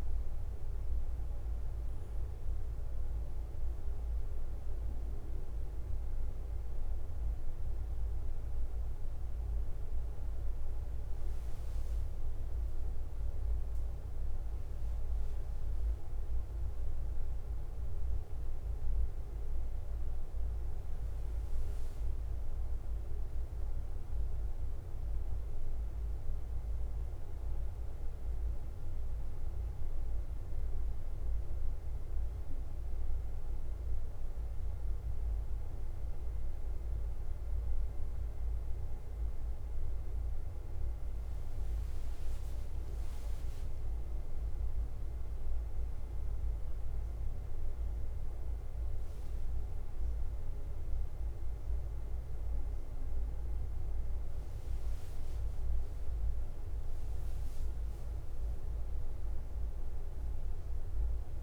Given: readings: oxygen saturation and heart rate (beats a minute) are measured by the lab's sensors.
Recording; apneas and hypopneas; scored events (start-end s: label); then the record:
breathing in sleep, hard to hear, by a room microphone; 1
0.00-61.43 s: bradycardia (device-marked, heart rate 35 extreme)
4.50-6.50 s: long interval between heartbeats (device-marked, heart rate 51 before, 49 extreme)
22.00-26.50 s: arousal
24.00-26.00 s: long interval between heartbeats (device-marked, heart rate 47 before, 52 extreme)
29.50-31.50 s: long interval between heartbeats (device-marked, heart rate 49 before, 55 extreme)
31.50-41.50 s: obstructive apnea (oxygen 98% before, 96% lowest, heart rate 51 before, 48 extreme, up 6 after)
43.50-47.50 s: arousal
46.00-61.43 s: new sleep stage, N2 (light sleep)
From the record:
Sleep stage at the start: N1 (lightest sleep); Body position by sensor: on the back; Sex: male